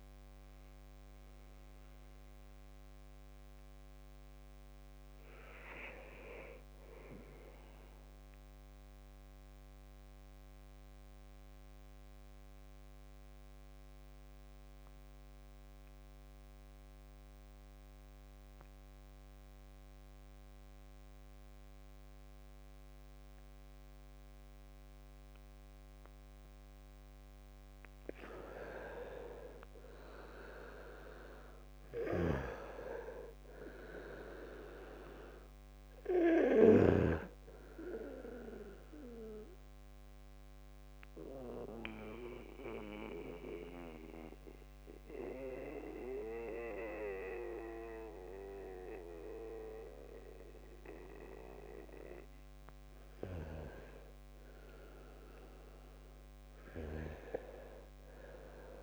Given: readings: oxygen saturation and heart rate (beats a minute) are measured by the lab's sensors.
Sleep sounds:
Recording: breathing in sleep by a microphone on the trachea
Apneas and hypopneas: 2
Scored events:
0.00-14.50 s: oxygen desaturation (device-marked, oxygen 83% lowest, heart rate 65 extreme)
10.50-27.50 s: mixed apnea (oxygen 96% before, 83% lowest, heart rate 73 before, 64 extreme, up 1 after)
27.50-52.50 s: oxygen desaturation (device-marked, oxygen 99% before, 83% lowest, heart rate 70 before, 64 extreme)
30.00-33.50 s: arousal
40.50-53.00 s: central apnea (oxygen 99% before, 83% lowest, heart rate 68 before, 64 extreme, up 10 after)
56.00-58.83 s: arousal
From the record:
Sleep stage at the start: N2 (light sleep)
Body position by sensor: on the back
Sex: male

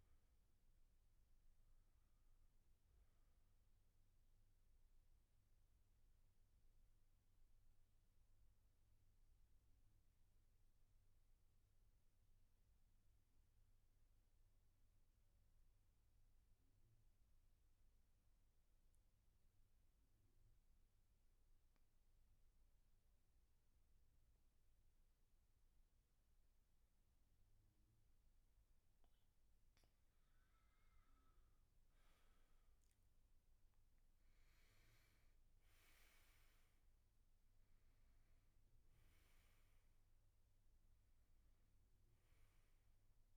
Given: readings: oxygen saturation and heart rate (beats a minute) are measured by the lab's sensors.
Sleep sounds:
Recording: breathing in sleep, hard to hear, by a room microphone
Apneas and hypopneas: 1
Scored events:
0.00-12.00 s: oxygen desaturation (device-marked, oxygen 83% lowest, heart rate 64 extreme)
6.00-28.00 s: obstructive apnea (oxygen 97% before, 83% lowest, heart rate 71 before, 64 extreme, up 13 after)
28.00-43.37 s: oxygen desaturation (device-marked, oxygen 98% before, 85% lowest, heart rate 67 before, 61 extreme)
31.00-35.50 s: arousal
From the record:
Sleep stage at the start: N2 (light sleep)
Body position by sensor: on the back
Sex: male

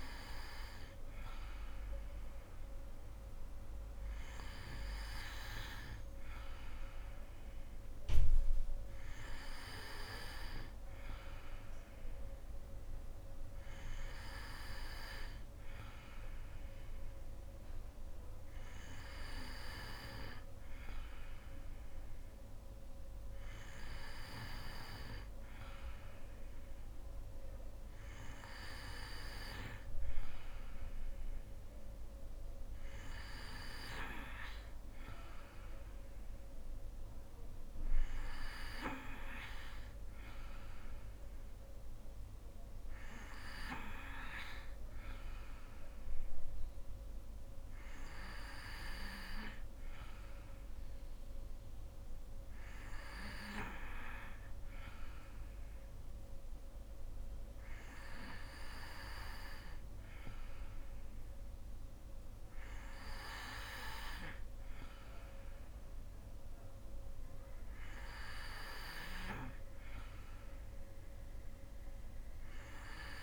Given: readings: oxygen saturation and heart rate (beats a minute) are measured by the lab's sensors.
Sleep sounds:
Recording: breathing in sleep by a room microphone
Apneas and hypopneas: none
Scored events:
none scored
From the record:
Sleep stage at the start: N2 (light sleep)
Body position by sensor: on the right side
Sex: female

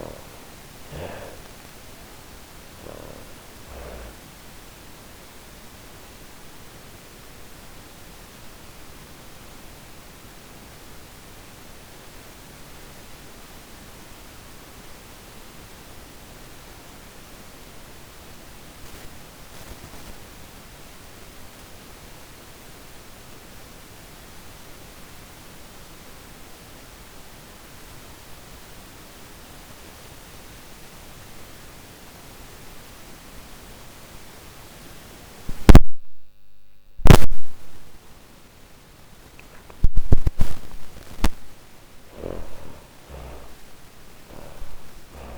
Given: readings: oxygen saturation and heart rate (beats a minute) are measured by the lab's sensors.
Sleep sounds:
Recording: breathing in sleep by a microphone on the trachea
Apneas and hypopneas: 1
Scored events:
0.00-2.50 s: arousal
0.00-2.50 s: snoring (device-marked)
0.00-26.50 s: oxygen desaturation (device-marked, oxygen 73% lowest, heart rate 50 extreme)
5.50-38.00 s: obstructive apnea (oxygen 96% before, 73% lowest, heart rate 63 before, 43 extreme, up 18 after)
28.50-45.37 s: oxygen desaturation (device-marked, oxygen 97% before, 76% lowest, heart rate 63 before, 38 extreme)
40.50-45.00 s: arousal
From the record:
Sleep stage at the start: N2 (light sleep)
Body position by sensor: on the back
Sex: female

